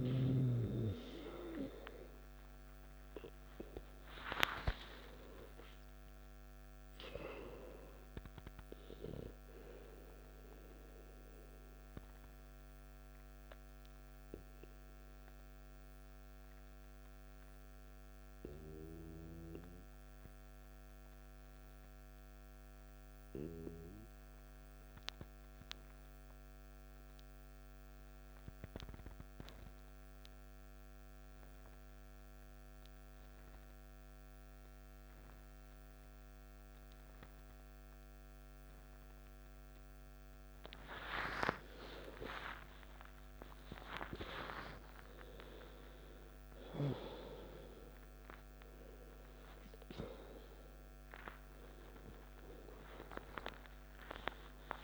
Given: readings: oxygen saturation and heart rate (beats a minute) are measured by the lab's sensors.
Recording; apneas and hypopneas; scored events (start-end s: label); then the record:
breathing in sleep by a microphone on the trachea; 1
0.00-12.00 s: oxygen desaturation (device-marked, oxygen 87% lowest, heart rate 54 extreme)
13.00-54.84 s: new sleep stage, N2 (light sleep)
14.00-40.50 s: obstructive apnea (oxygen 98% before, 88% lowest, heart rate 65 before, 55 extreme, up 15 after)
36.00-54.84 s: oxygen desaturation (device-marked, oxygen 98% before, 88% lowest, heart rate 56 before, 52 extreme)
41.50-45.50 s: arousal
From the record:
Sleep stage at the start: N1 (lightest sleep); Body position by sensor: on the back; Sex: male